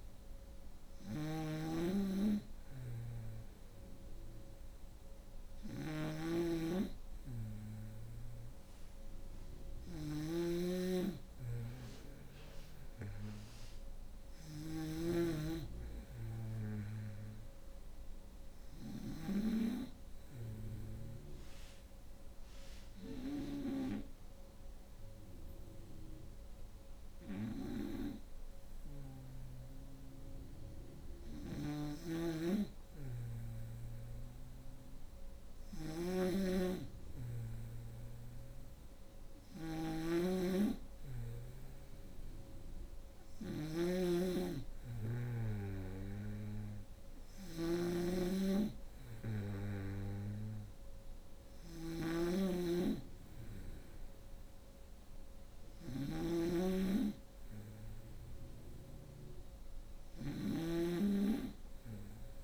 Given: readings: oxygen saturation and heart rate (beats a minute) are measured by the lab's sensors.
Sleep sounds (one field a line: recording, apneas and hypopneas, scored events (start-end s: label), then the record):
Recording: breathing in sleep by a room microphone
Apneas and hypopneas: 1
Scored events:
0.00-18.50 s: snoring (device-marked)
10.00-13.50 s: arousal
19.50-30.50 s: obstructive apnea (oxygen 92% before, 89% lowest, heart rate 67 before, 65 extreme, up 2 after)
30.50-35.00 s: snoring (device-marked)
33.00-37.50 s: arousal
39.50-62.44 s: snoring (device-marked)
44.00-61.00 s: oxygen desaturation (device-marked, oxygen 92% before, 89% lowest, heart rate 66 before, 65 extreme)
From the record:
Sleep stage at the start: N2 (light sleep)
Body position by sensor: on the right side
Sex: female